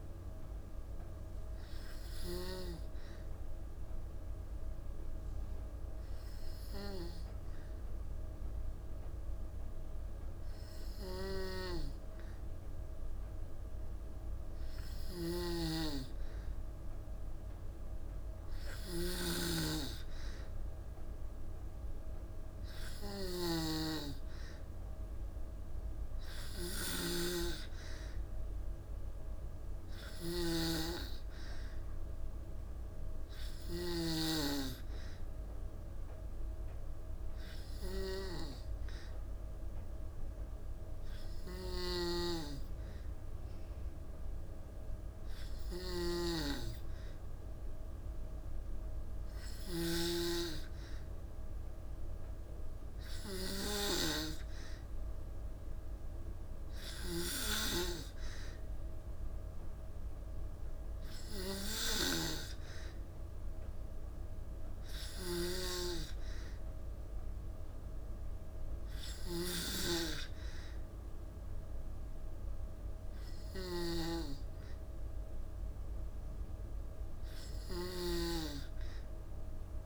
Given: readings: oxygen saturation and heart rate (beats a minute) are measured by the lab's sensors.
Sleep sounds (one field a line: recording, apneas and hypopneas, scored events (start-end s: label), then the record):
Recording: breathing in sleep by a room microphone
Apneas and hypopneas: none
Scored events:
0.00-2.00 s: snoring (device-marked)
10.50-33.50 s: snoring (device-marked)
41.00-49.50 s: snoring (device-marked)
64.50-79.86 s: snoring (device-marked)
From the record:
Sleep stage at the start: N2 (light sleep)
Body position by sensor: on the back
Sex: female